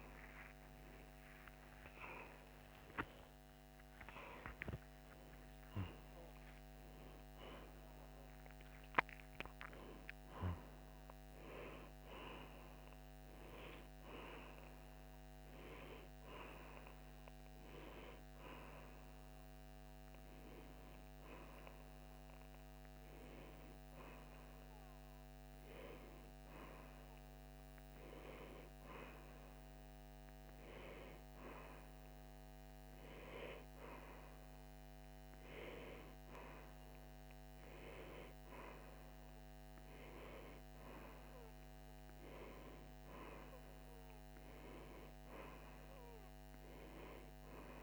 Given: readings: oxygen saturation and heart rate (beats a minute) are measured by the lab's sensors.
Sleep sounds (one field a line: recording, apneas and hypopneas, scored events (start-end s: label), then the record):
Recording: a person awake in a sleep study, by a microphone on the trachea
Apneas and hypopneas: none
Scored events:
none scored
From the record:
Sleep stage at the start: awake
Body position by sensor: on the back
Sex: female